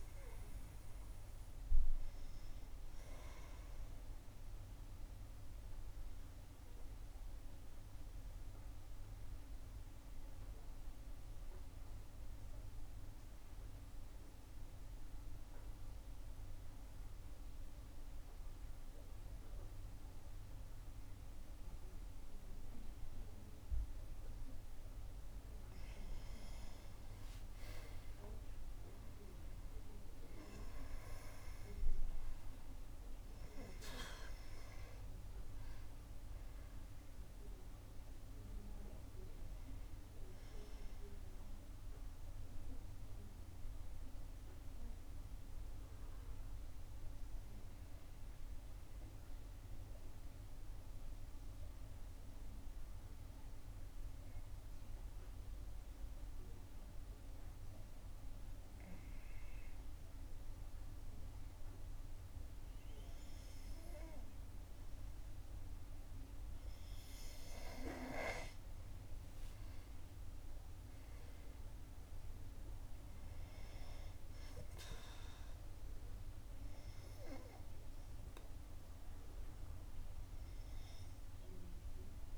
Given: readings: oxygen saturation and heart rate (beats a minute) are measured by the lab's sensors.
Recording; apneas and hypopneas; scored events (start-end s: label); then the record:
breathing in sleep by a room microphone; 2
8.00-25.50 s: obstructive apnea (oxygen 95% before, 90% lowest, heart rate 62 before, 53 extreme, up 10 after)
16.00-28.00 s: oxygen desaturation (device-marked, oxygen 95% before, 90% lowest, heart rate 62 before, 51 extreme)
27.00-32.50 s: arousal
42.00-63.00 s: oxygen desaturation (device-marked, oxygen 97% before, 91% lowest, heart rate 64 before, 51 extreme)
47.00-65.50 s: hypopnea (oxygen 97% before, 91% lowest, heart rate 64 before, 51 extreme, up 10 after)
58.50-60.50 s: long interval between heartbeats (device-marked, heart rate 57 before, 59 extreme)
66.00-71.50 s: arousal
From the record:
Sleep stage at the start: N2 (light sleep); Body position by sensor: on the back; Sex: female